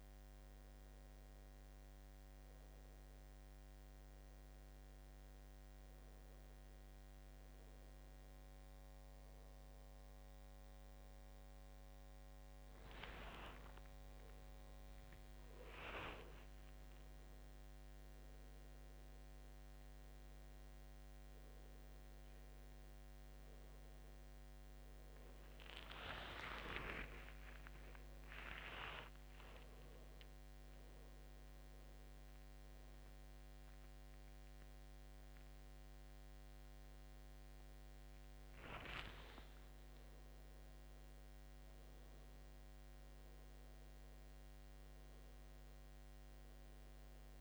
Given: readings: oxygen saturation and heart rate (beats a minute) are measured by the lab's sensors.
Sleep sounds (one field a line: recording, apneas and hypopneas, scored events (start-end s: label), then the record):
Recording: a person awake in a sleep study, by a microphone on the trachea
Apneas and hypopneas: none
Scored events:
41.50-47.41 s: new sleep stage, N2 (light sleep)
From the record:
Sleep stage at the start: awake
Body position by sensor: on the back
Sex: male